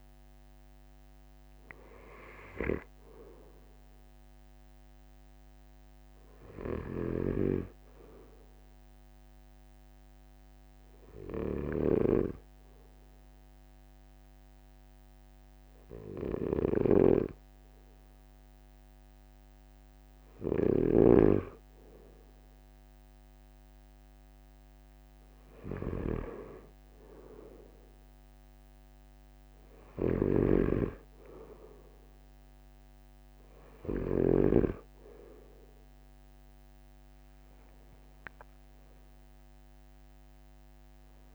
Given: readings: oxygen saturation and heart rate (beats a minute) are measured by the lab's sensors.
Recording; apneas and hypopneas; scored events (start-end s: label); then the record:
breathing in sleep by a microphone on the trachea; 1
0.00-10.00 s: oxygen desaturation (device-marked, oxygen 94% lowest, heart rate 45 extreme)
6.50-21.00 s: snoring (device-marked)
8.50-22.50 s: hypopnea (oxygen 97% before, 94% lowest, heart rate 46 before, 45 extreme, up 3 after)
29.50-34.00 s: snoring (device-marked)
From the record:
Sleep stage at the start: N2 (light sleep); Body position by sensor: on the right side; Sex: male